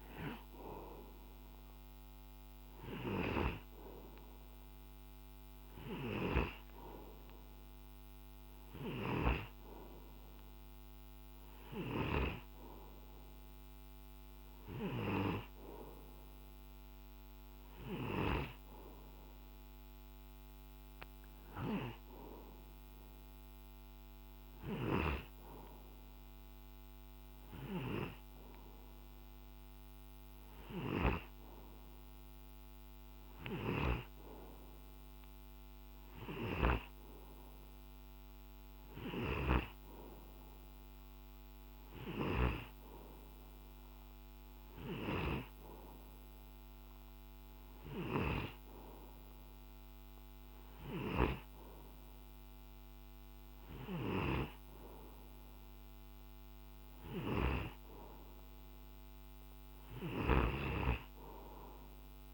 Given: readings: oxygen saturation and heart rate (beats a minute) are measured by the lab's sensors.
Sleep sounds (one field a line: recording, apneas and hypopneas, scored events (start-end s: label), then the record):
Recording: breathing in sleep by a microphone on the trachea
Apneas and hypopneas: none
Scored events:
6.00-31.50 s: snoring (device-marked)
33.50-40.00 s: snoring (device-marked)
42.00-60.50 s: snoring (device-marked)
From the record:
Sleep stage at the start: N2 (light sleep)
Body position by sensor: on the right side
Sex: male